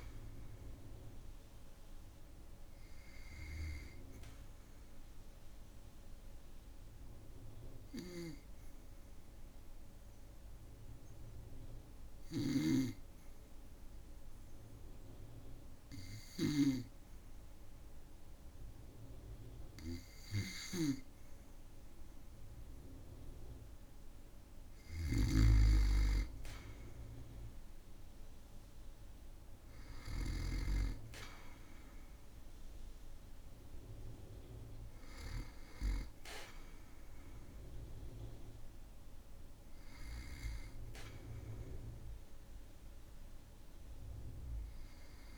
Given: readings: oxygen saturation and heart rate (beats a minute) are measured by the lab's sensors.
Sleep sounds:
breathing in sleep by a room microphone; 1
0.00-1.50 s: arousal
6.00-23.00 s: obstructive apnea (oxygen 97% before, 93% lowest, heart rate 56 before, 54 extreme, up 3 after)
12.00-30.50 s: snoring (device-marked)
25.50-29.50 s: arousal
40.00-45.38 s: oxygen desaturation (device-marked, oxygen 97% before, 93% lowest, heart rate 57 before, 53 extreme)
From the record:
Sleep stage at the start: N2 (light sleep); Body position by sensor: on the back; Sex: male

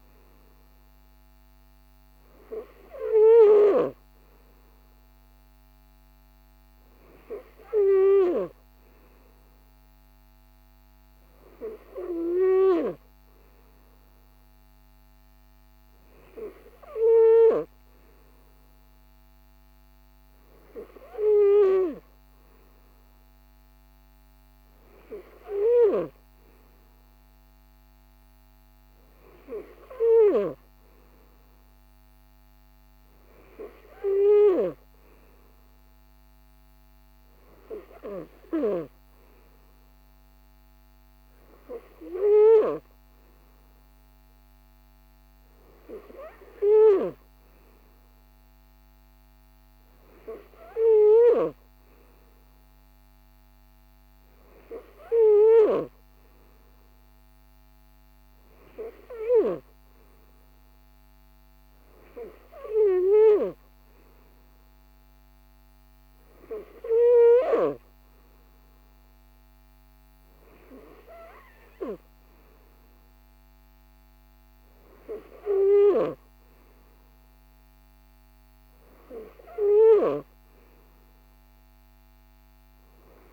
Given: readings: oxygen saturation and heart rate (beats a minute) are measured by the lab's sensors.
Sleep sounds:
breathing in sleep by a microphone on the trachea; none
none scored
From the record:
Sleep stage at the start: N3 (deep sleep); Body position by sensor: on the right side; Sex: male

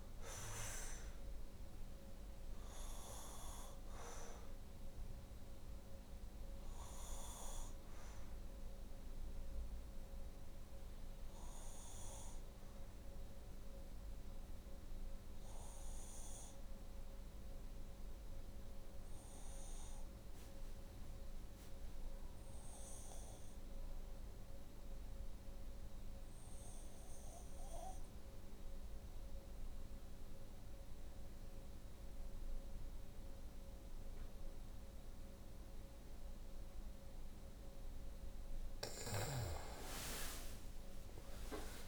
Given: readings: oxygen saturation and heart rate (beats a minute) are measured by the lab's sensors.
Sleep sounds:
breathing in sleep by a room microphone; 1
0.00-25.00 s: oxygen desaturation (device-marked, oxygen 82% lowest, heart rate 55 extreme)
3.00-37.50 s: obstructive apnea (oxygen 96% before, 79% lowest, heart rate 67 before, 55 extreme, up 10 after)
39.00-41.88 s: oxygen desaturation (device-marked, oxygen 96% before, 79% lowest, heart rate 64 before, 59 extreme)
40.00-41.88 s: arousal
From the record:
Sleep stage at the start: N2 (light sleep); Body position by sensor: on the back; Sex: female

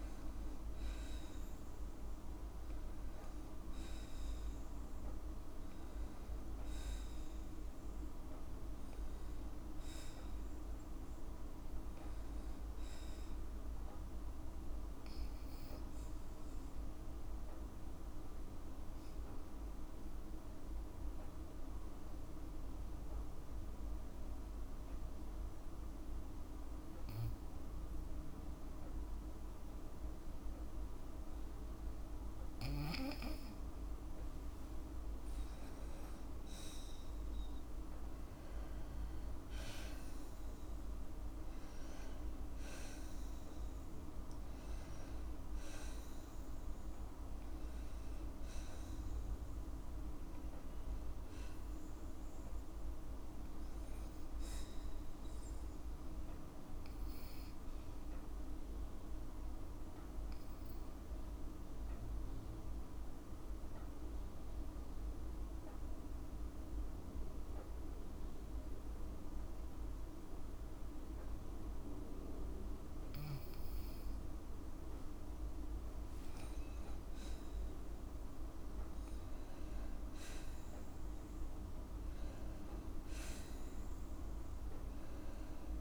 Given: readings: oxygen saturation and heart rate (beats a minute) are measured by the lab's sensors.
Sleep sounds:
breathing in sleep, hard to hear, by a room microphone; 2
17.00-32.50 s: obstructive apnea (oxygen 97% before, 93% lowest, heart rate 56 before, 53 extreme, up 6 after)
22.50-33.50 s: oxygen desaturation (device-marked, oxygen 97% before, 93% lowest, heart rate 54 before, 53 extreme)
35.00-39.50 s: arousal
58.50-73.00 s: obstructive apnea (oxygen 97% before, 93% lowest, heart rate 57 before, 52 extreme, up 4 after)
67.50-79.50 s: oxygen desaturation (device-marked, oxygen 97% before, 93% lowest, heart rate 54 before, 53 extreme)
75.50-79.50 s: arousal
From the record:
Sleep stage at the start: N2 (light sleep); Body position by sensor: on the back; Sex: female

